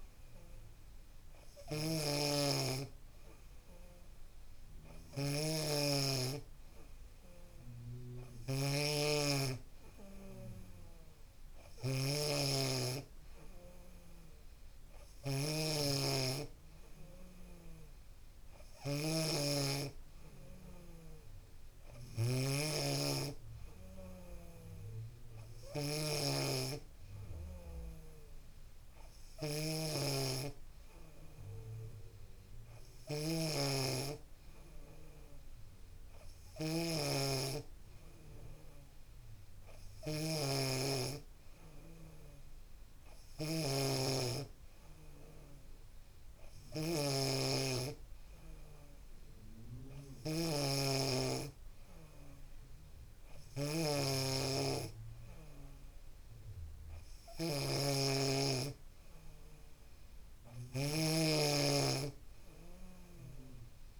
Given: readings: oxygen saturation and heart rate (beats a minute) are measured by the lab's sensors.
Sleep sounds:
a person partly awake in a sleep study, by a room microphone; none
1.50-3.50 s: long interval between heartbeats (device-marked, heart rate 85 before, 99 extreme)
4.50-6.50 s: long interval between heartbeats (device-marked, heart rate 86 before, 117 extreme)
15.00-64.00 s: new sleep stage, N2 (light sleep)
61.50-64.00 s: snoring (device-marked)
From the record:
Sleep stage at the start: awake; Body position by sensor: on the back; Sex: female

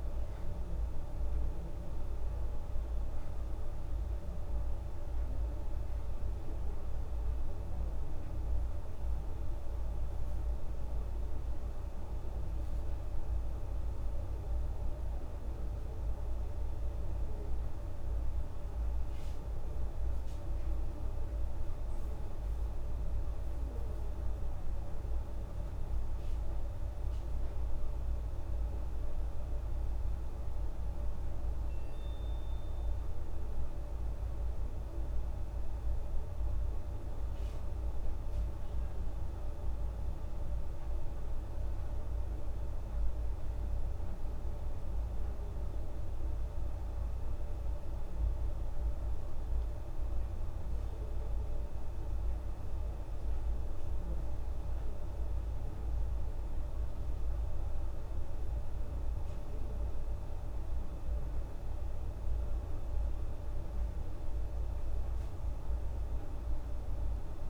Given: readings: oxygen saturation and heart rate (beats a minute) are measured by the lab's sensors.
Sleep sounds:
breathing in sleep, hard to hear, by a room microphone; none
34.00-37.50 s: arousal
63.50-67.49 s: arousal
63.50-67.49 s: new sleep stage, N2 (light sleep)
From the record:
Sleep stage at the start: N1 (lightest sleep); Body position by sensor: on the back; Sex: female

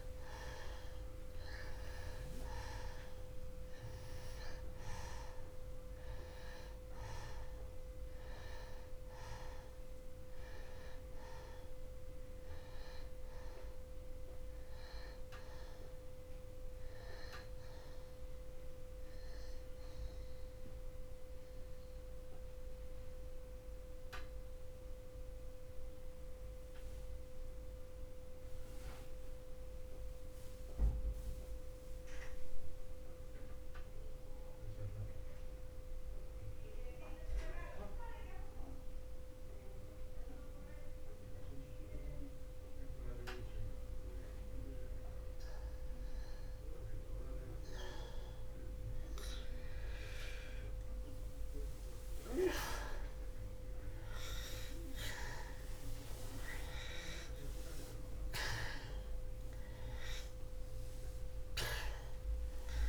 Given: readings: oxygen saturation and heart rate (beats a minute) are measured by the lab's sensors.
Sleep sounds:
breathing in sleep by a room microphone; 1
1.00-41.00 s: oxygen desaturation (device-marked, oxygen 96% before, 86% lowest, heart rate 60 before, 60 extreme)
21.50-46.50 s: obstructive apnea (oxygen 96% before, 85% lowest, heart rate 61 before, 60 extreme, up 9 after)
49.50-53.00 s: arousal
54.00-62.89 s: oxygen desaturation (device-marked, oxygen 97% before, 85% lowest, heart rate 61 before, 60 extreme)
From the record:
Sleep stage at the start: N2 (light sleep); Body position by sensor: on the back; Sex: male

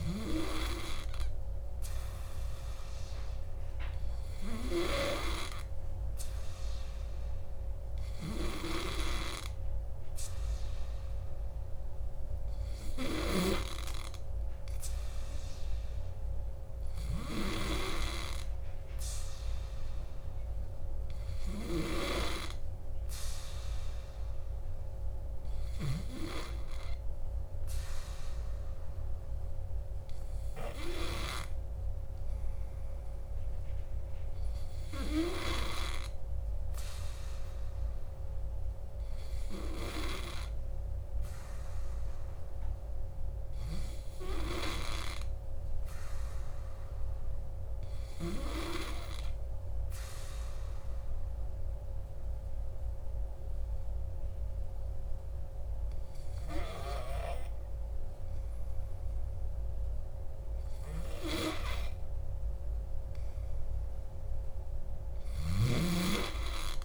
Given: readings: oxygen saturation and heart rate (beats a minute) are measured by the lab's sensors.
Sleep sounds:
breathing in sleep by a room microphone; 1
49.50-61.00 s: obstructive apnea (oxygen 96% before, 92% lowest, heart rate 60 before, 59 extreme, up 2 after)
63.50-66.85 s: arousal
From the record:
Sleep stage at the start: N2 (light sleep); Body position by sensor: on the back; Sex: male

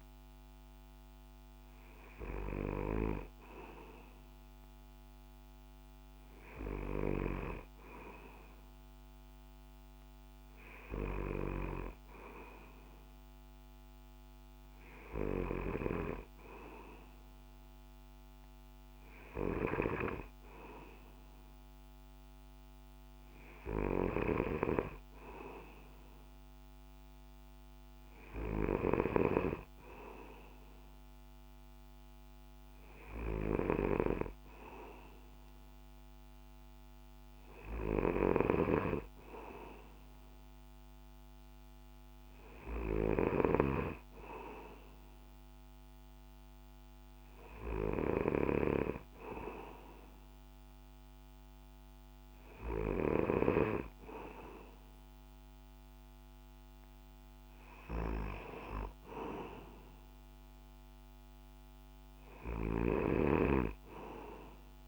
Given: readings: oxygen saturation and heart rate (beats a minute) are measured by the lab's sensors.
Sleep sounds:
breathing in sleep by a microphone on the trachea; none
2.50-64.88 s: new sleep stage, N2 (light sleep)
62.50-64.88 s: snoring (device-marked)
From the record:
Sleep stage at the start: N1 (lightest sleep); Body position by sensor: on the back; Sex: male

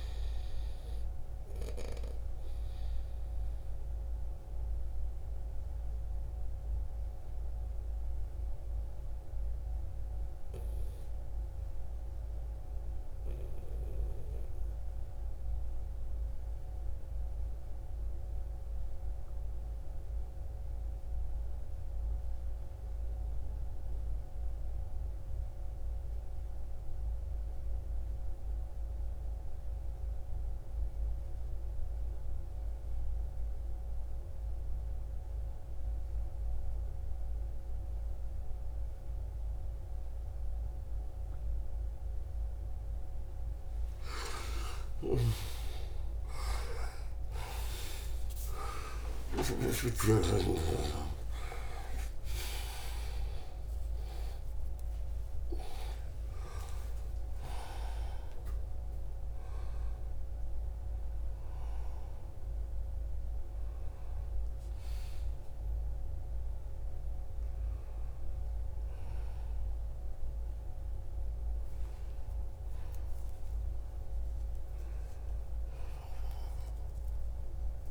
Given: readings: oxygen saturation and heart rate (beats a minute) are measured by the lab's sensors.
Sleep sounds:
breathing in sleep by a room microphone; 1
0.00-12.50 s: oxygen desaturation (device-marked, oxygen 91% lowest, heart rate 59 extreme)
3.00-41.00 s: obstructive apnea (oxygen 98% before, 88% lowest, heart rate 72 before, 59 extreme, up 13 after)
26.50-65.50 s: oxygen desaturation (device-marked, oxygen 97% before, 88% lowest, heart rate 67 before, 59 extreme)
32.50-34.50 s: bradycardia (device-marked, heart rate 74 before, 60 extreme)
44.00-49.00 s: snoring (device-marked)
59.50-77.91 s: new sleep stage, awake
From the record:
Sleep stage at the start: N2 (light sleep); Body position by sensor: on the right side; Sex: male

